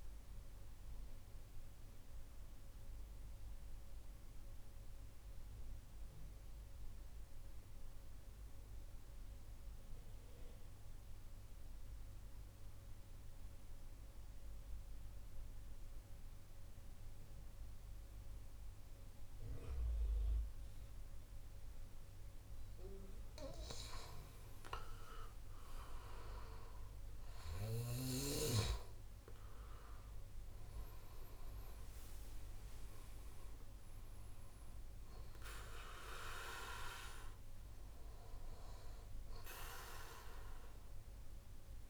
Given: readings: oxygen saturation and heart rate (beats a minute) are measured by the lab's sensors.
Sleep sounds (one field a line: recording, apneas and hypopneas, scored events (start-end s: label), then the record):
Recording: breathing in sleep by a room microphone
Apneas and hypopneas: 1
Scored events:
1.00-22.50 s: mixed apnea (oxygen 98% before, 91% lowest)
19.50-41.90 s: oxygen desaturation (device-marked, oxygen 97% before, 91% lowest)
25.50-31.50 s: arousal
From the record:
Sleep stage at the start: N2 (light sleep)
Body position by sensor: on the right side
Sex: male